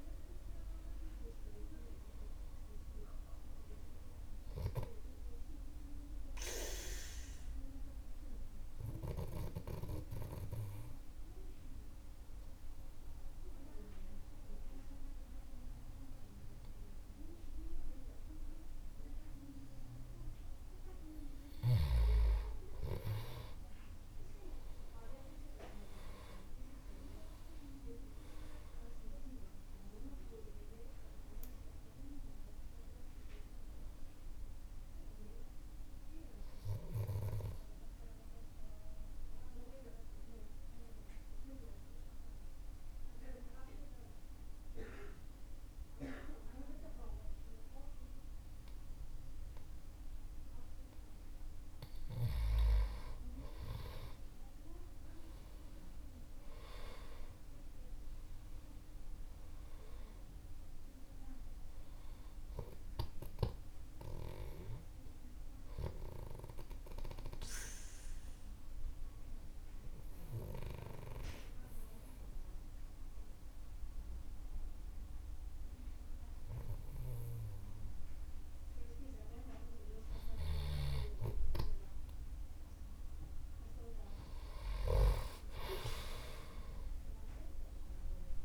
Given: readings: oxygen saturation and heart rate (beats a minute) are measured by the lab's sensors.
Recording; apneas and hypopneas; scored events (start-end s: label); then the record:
breathing in sleep by a room microphone; 3
0.00-2.00 s: oxygen desaturation (device-marked, oxygen 94% lowest, heart rate 48 extreme)
0.00-3.00 s: arousal
5.50-20.50 s: obstructive apnea (oxygen 98% before, 95% lowest, heart rate 60 before, 48 extreme, up 36 after)
24.00-29.00 s: arousal
38.00-51.00 s: obstructive apnea (oxygen 98% before, 92% lowest, heart rate 64 before, 49 extreme, up 16 after)
54.00-58.00 s: arousal
66.00-78.50 s: obstructive apnea (oxygen 98% before, 92% lowest, heart rate 56 before, 45 extreme, up 28 after)
81.00-84.50 s: arousal
85.00-88.45 s: oxygen desaturation (device-marked, oxygen 97% before, 92% lowest, heart rate 51 before, 45 extreme)
From the record:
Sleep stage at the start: N2 (light sleep); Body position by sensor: on the back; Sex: male